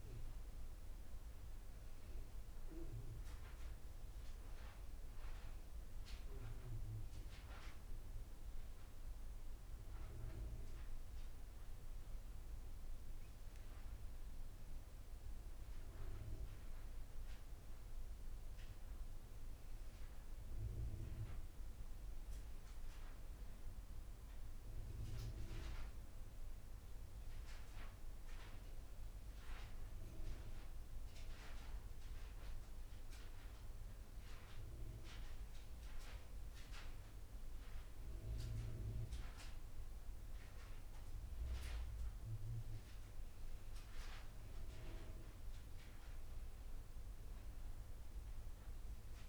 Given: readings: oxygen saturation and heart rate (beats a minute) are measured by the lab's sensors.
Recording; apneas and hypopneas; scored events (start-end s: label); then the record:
breathing in sleep by a room microphone; none
0.00-5.00 s: arousal
From the record:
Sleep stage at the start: N1 (lightest sleep); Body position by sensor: on the back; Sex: female